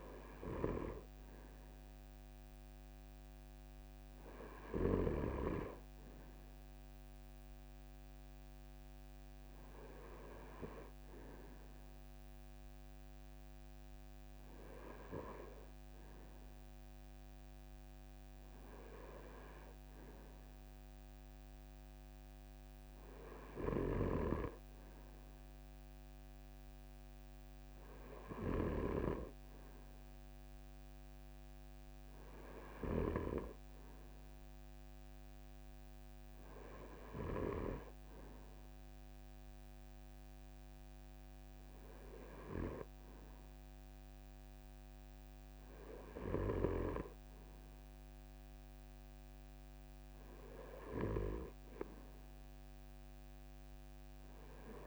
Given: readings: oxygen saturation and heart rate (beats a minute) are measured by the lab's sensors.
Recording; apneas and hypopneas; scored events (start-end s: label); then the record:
breathing in sleep by a microphone on the trachea; none
none scored
From the record:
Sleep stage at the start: N2 (light sleep); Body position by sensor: on the front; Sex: male